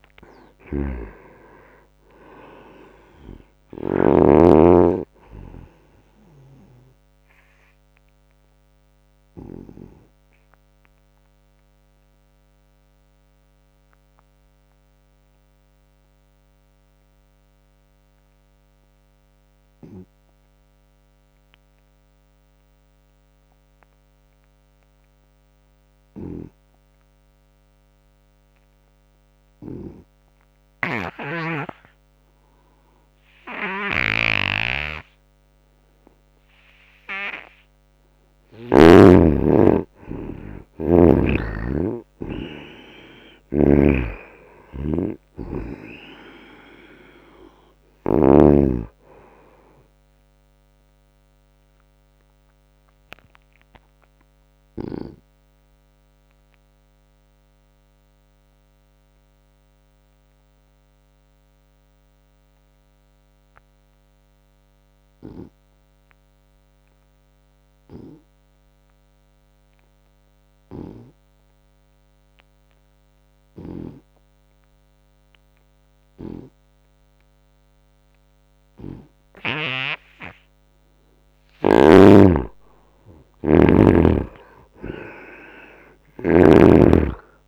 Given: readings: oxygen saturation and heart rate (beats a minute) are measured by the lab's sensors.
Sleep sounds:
breathing in sleep by a microphone on the trachea; 2
0.00-4.00 s: snoring (device-marked)
0.00-10.00 s: oxygen desaturation (device-marked, oxygen 79% lowest, heart rate 75 extreme)
6.00-37.00 s: obstructive apnea (oxygen 96% before, 78% lowest, heart rate 84 before, 68 extreme, up 17 after)
28.00-65.00 s: oxygen desaturation (device-marked, oxygen 98% before, 78% lowest, heart rate 86 before, 68 extreme)
30.50-38.50 s: snoring (device-marked)
38.50-42.00 s: arousal
43.00-48.00 s: snoring (device-marked)
51.50-80.00 s: obstructive apnea (oxygen 97% before, 77% lowest, heart rate 79 before, 78 extreme, up 7 after)
71.00-87.48 s: oxygen desaturation (device-marked, oxygen 98% before, 81% lowest, heart rate 86 before, 74 extreme)
81.50-85.50 s: arousal
81.50-87.48 s: snoring (device-marked)
From the record:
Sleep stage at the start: N2 (light sleep); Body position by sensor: on the right side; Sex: male

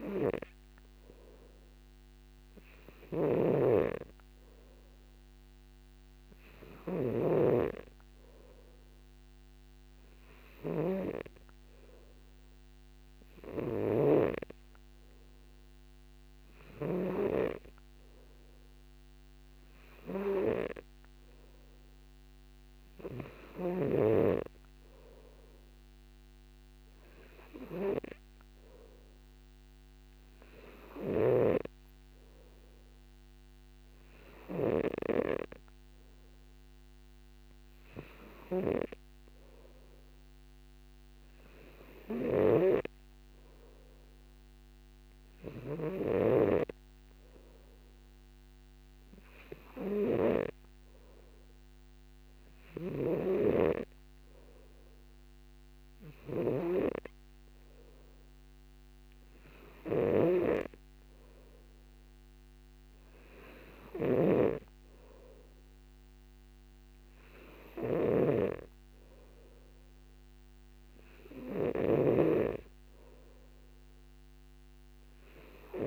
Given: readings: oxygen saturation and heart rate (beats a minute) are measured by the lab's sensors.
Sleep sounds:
breathing in sleep by a microphone on the trachea; none
3.50-17.50 s: snoring (device-marked)
31.50-35.50 s: snoring (device-marked)
42.50-72.50 s: snoring (device-marked)
From the record:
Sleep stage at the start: N2 (light sleep); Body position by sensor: on the back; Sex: male

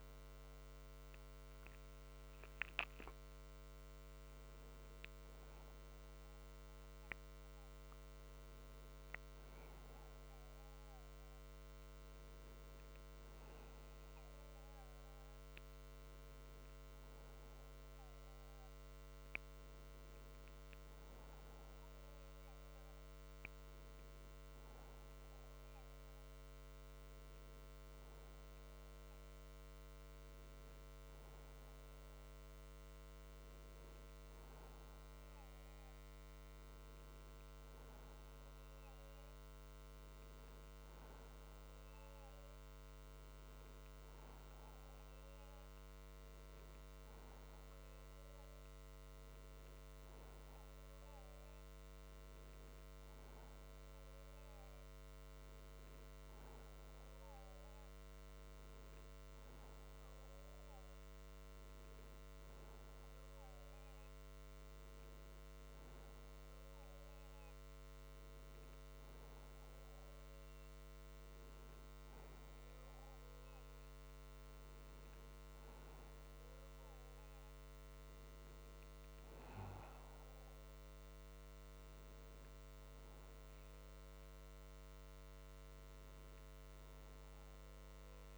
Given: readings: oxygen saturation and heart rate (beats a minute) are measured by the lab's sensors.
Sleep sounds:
breathing in sleep, hard to hear, by a microphone on the trachea; none
none scored
From the record:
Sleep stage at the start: N1 (lightest sleep); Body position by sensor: on the back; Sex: male

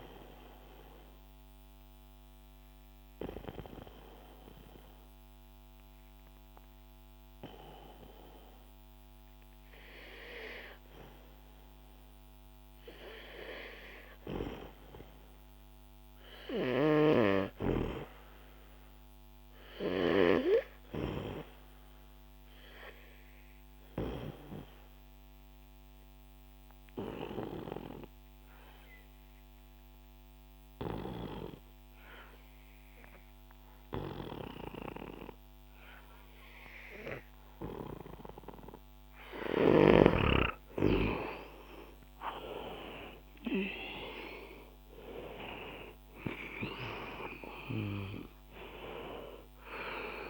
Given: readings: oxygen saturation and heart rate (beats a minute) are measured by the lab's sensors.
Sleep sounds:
breathing in sleep by a microphone on the trachea; 2
1.00-14.50 s: obstructive apnea (oxygen 99% before, 89% lowest, heart rate 68 before, 65 extreme, up 7 after)
18.00-21.50 s: arousal
25.50-39.00 s: obstructive apnea (oxygen 99% before, 89% lowest, heart rate 68 before, 63 extreme, up 11 after)
28.00-42.00 s: oxygen desaturation (device-marked, oxygen 96% before, 91% lowest, heart rate 69 before, 63 extreme)
41.50-46.50 s: arousal
From the record:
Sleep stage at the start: N2 (light sleep); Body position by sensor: on the back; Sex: male

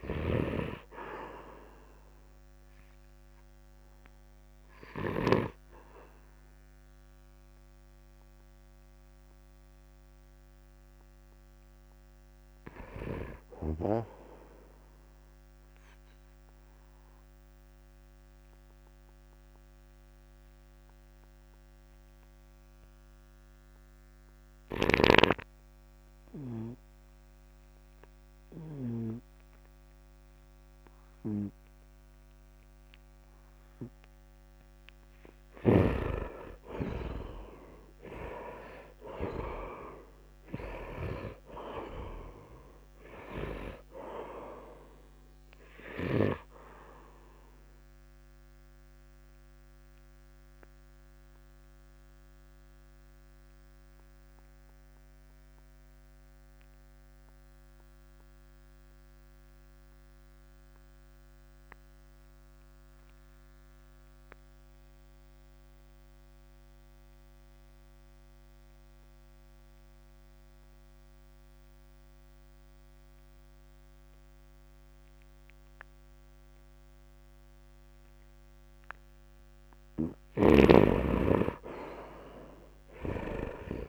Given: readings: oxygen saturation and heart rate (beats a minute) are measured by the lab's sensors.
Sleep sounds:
breathing in sleep by a microphone on the trachea; 2
0.00-1.00 s: arousal
0.00-19.50 s: oxygen desaturation (device-marked, oxygen 87% lowest, heart rate 58 extreme)
16.00-34.50 s: obstructive apnea (oxygen 100% before, 83% lowest, heart rate 66 before, 58 extreme, up 3 after)
30.50-59.50 s: oxygen desaturation (device-marked, oxygen 99% before, 83% lowest, heart rate 69 before, 49 extreme)
35.50-40.00 s: arousal
47.50-79.00 s: obstructive apnea (oxygen 99% before, 80% lowest, heart rate 62 before, 49 extreme, up 9 after)
70.50-83.89 s: oxygen desaturation (device-marked, oxygen 99% before, 80% lowest, heart rate 68 before, 49 extreme)
80.00-83.89 s: snoring (device-marked)
81.00-83.89 s: arousal
From the record:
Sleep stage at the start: N2 (light sleep); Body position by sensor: on the right side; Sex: male

